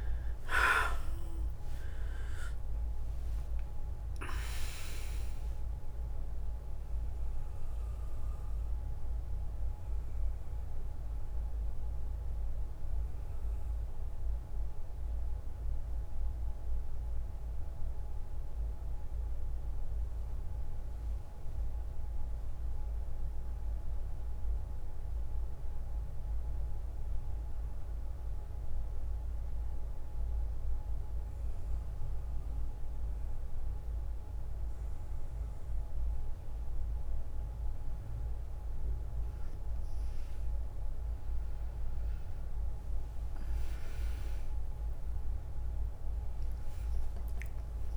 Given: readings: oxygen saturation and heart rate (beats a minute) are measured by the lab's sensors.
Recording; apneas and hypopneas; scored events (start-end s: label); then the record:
breathing in sleep, hard to hear, by a room microphone; 1
0.00-22.00 s: oxygen desaturation (device-marked, oxygen 84% lowest, heart rate 58 extreme)
23.00-26.00 s: arousal
27.50-37.50 s: mixed apnea (oxygen 100% before, 92% lowest, heart rate 63 before, 55 extreme, up 5 after)
39.00-44.00 s: arousal
40.00-47.97 s: new sleep stage, N1 (lightest sleep)
43.00-47.97 s: oxygen desaturation (device-marked, oxygen 99% before, 92% lowest, heart rate 61 before, 55 extreme)
From the record:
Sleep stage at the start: N2 (light sleep); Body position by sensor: on the back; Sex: female